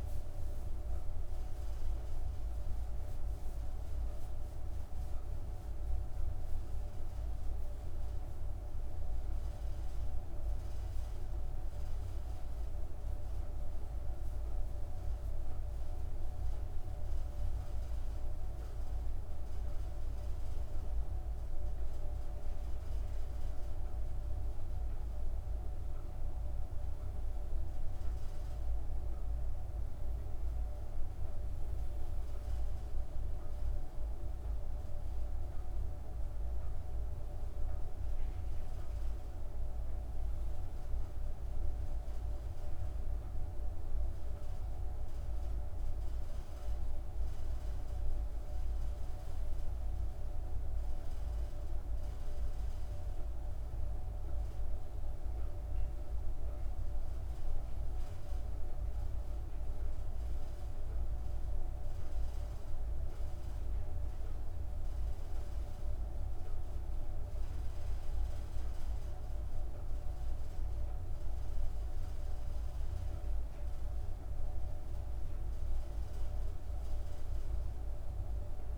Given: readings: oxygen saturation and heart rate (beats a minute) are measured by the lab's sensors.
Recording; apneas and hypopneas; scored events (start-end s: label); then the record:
breathing in sleep, hard to hear, by a room microphone; 1
0.00-5.00 s: oxygen desaturation (device-marked, oxygen 92% lowest)
51.50-65.50 s: central apnea (oxygen 98% before, 94% lowest)
68.00-71.00 s: arousal
From the record:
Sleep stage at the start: N2 (light sleep); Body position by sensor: on the back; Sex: female